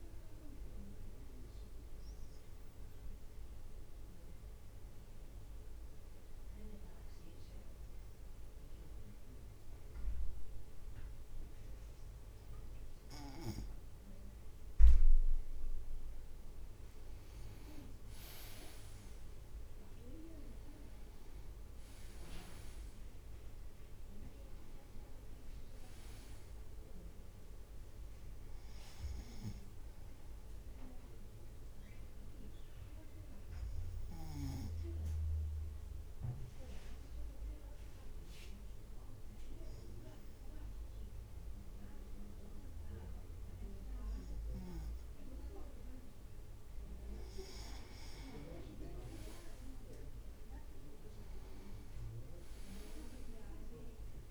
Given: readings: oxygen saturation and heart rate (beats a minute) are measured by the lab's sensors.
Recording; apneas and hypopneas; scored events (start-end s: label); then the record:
breathing in sleep by a room microphone; 2
2.00-16.00 s: obstructive apnea (oxygen 98% before, 96% lowest, heart rate 56 before, 51 extreme, up 4 after)
17.00-19.50 s: leg movement (device-marked)
18.00-31.00 s: drop in pulse transit time (device-marked, heart rate 54 before, 52 extreme)
19.00-22.00 s: arousal
33.00-46.50 s: obstructive apnea (oxygen 98% before, 96% lowest, heart rate 54 before, 50 extreme, up 6 after)
49.00-52.50 s: arousal
49.00-54.31 s: drop in pulse transit time (device-marked, heart rate 55 before, 50 extreme)
From the record:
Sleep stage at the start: N2 (light sleep); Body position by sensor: on the right side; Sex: male